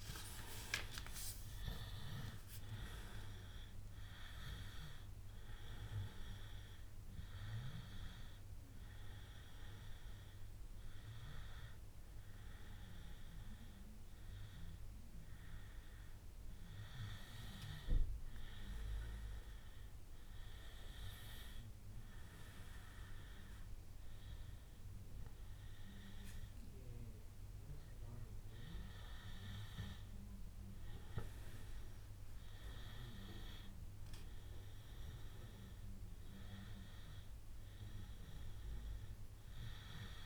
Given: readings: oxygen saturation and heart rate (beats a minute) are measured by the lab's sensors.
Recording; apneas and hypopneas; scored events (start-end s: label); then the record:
breathing in sleep by a room microphone; none
38.00-40.00 s: long interval between heartbeats (device-marked, heart rate 98 before, 98 extreme)
From the record:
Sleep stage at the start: N1 (lightest sleep); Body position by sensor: on the back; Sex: male